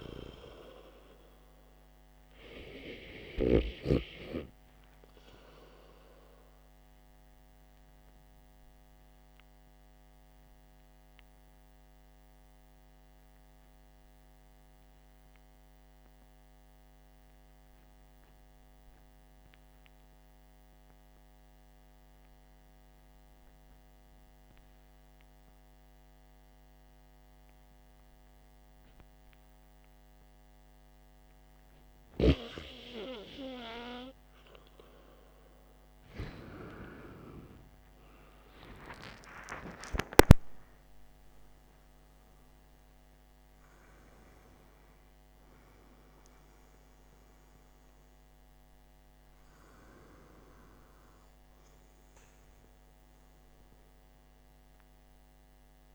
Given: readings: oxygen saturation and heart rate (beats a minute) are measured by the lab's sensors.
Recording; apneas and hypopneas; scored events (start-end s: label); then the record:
breathing in sleep by a microphone on the trachea; 1
0.00-25.50 s: oxygen desaturation (device-marked, oxygen 91% lowest, heart rate 48 extreme)
8.00-29.00 s: obstructive apnea (oxygen 99% before, 91% lowest, heart rate 54 before, 48 extreme, up 3 after)
36.00-40.00 s: arousal
From the record:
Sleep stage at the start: REM sleep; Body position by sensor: on the back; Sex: male